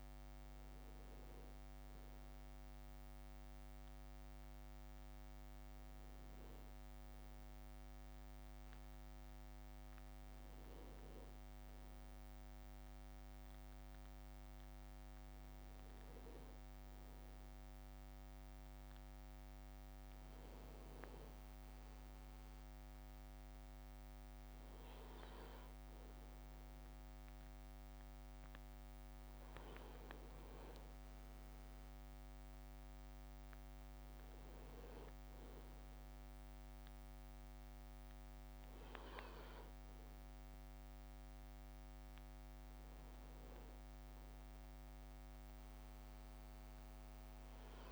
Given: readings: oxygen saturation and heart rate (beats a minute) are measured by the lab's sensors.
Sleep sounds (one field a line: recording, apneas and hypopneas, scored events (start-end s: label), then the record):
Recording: breathing in sleep, hard to hear, by a microphone on the trachea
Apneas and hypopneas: none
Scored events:
2.50-47.92 s: new sleep stage, N2 (light sleep)
30.50-32.50 s: leg movement (device-marked)
From the record:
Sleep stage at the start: N1 (lightest sleep)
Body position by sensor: on the back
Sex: male